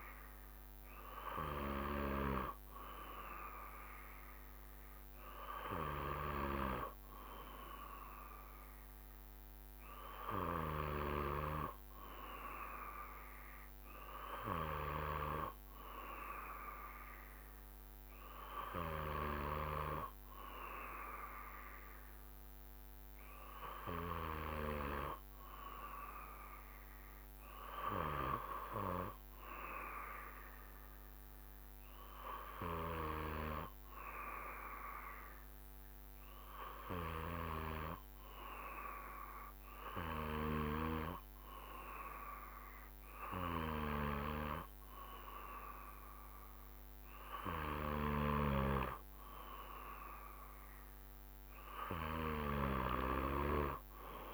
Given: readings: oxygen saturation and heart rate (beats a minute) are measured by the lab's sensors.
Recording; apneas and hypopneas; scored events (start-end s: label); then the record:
breathing in sleep by a microphone on the trachea; 1
30.00-46.00 s: obstructive apnea (oxygen 95% before, 94% lowest, heart rate 67 before, 66 extreme, up 2 after)
48.50-52.50 s: arousal
From the record:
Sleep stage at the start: N2 (light sleep); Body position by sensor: on the back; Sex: male